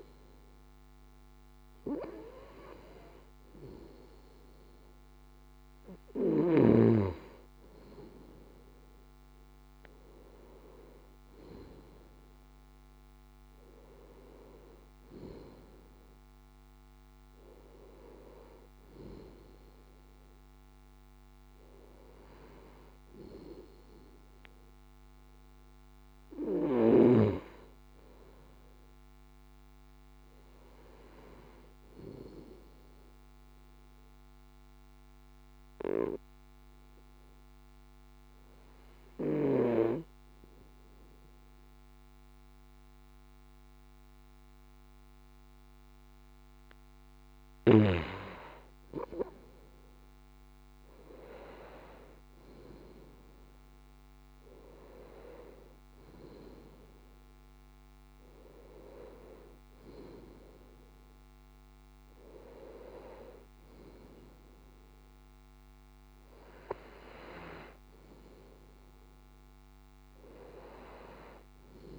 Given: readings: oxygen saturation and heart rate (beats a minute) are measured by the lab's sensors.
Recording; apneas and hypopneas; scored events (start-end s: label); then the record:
breathing in sleep by a microphone on the trachea; 1
25.00-29.00 s: arousal
33.00-47.50 s: obstructive apnea (oxygen 94% before, 92% lowest, heart rate 57 before, 55 extreme, up 5 after)
49.50-53.50 s: arousal
52.00-71.99 s: oxygen desaturation (device-marked, oxygen 95% before, 92% lowest, heart rate 57 before, 56 extreme)
From the record:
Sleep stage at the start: N2 (light sleep); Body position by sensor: on the left side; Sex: male